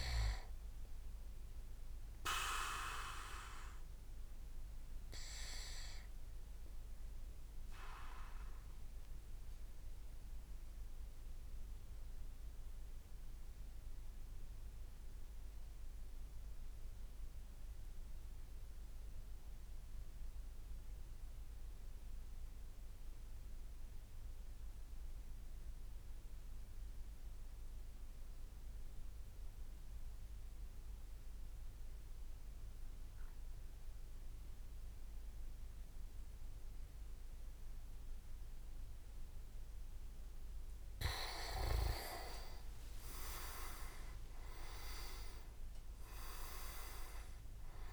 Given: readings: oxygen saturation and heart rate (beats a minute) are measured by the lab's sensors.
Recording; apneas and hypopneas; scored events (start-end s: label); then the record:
breathing in sleep by a room microphone; 1
0.00-1.50 s: oxygen desaturation (device-marked, oxygen 94% lowest)
0.00-11.50 s: tachycardia (device-marked)
4.50-39.00 s: mixed apnea (oxygen 98% before, 92% lowest)
34.50-47.93 s: oxygen desaturation (device-marked, oxygen 98% before, 92% lowest)
38.50-47.93 s: tachycardia (device-marked)
42.00-47.00 s: arousal
42.00-47.93 s: leg movement (device-marked)
From the record:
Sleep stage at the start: N2 (light sleep); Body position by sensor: on the back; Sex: male